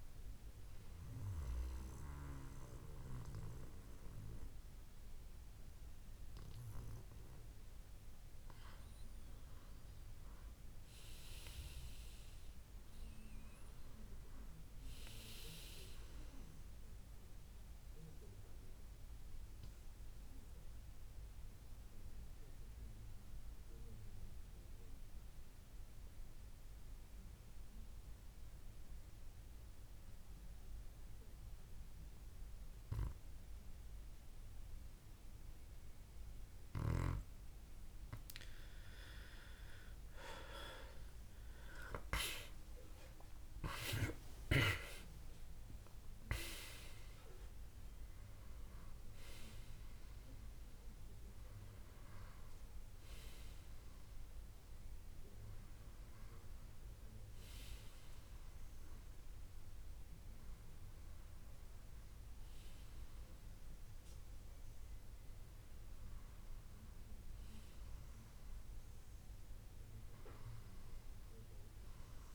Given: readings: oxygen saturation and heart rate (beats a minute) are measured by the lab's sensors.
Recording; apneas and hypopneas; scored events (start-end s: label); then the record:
breathing in sleep by a room microphone; 1
11.00-13.50 s: arousal
17.00-37.00 s: mixed apnea (oxygen 97% before, 89% lowest, heart rate 74 before, 71 extreme, up 7 after)
38.00-57.00 s: oxygen desaturation (device-marked, oxygen 97% before, 89% lowest, heart rate 73 before, 69 extreme)
42.00-47.00 s: arousal
From the record:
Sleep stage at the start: N2 (light sleep); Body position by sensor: on the back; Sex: male